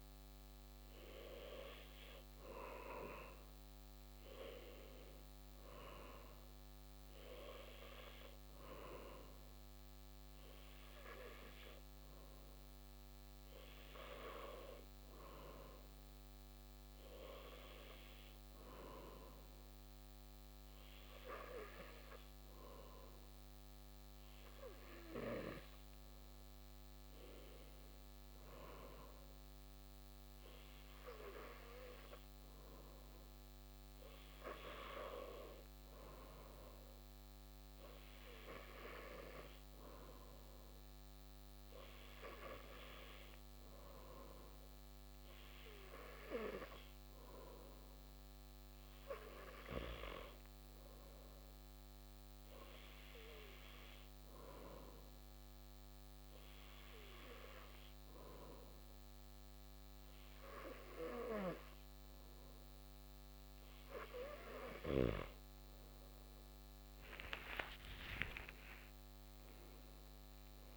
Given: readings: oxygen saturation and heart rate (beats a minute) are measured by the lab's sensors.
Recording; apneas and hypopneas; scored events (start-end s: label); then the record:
breathing in sleep by a microphone on the trachea; 1
44.00-48.50 s: arousal
51.50-64.00 s: hypopnea (oxygen 96% before, 94% lowest)
65.50-70.00 s: arousal
From the record:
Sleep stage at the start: N2 (light sleep); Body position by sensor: on the back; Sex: male